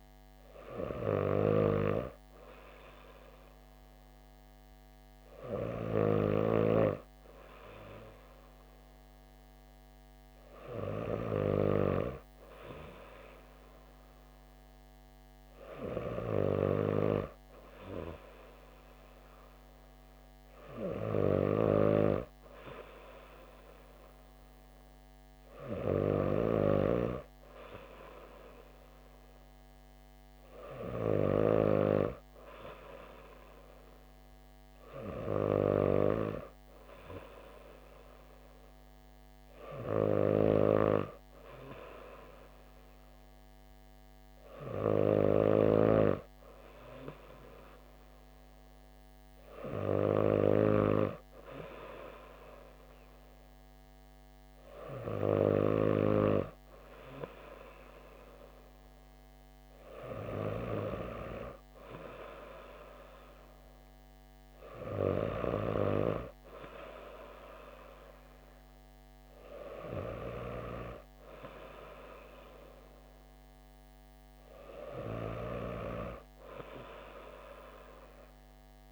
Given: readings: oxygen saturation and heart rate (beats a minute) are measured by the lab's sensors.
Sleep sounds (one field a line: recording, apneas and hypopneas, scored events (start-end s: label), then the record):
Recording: breathing in sleep by a microphone on the trachea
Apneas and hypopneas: none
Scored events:
none scored
From the record:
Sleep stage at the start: N2 (light sleep)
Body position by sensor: on the back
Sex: female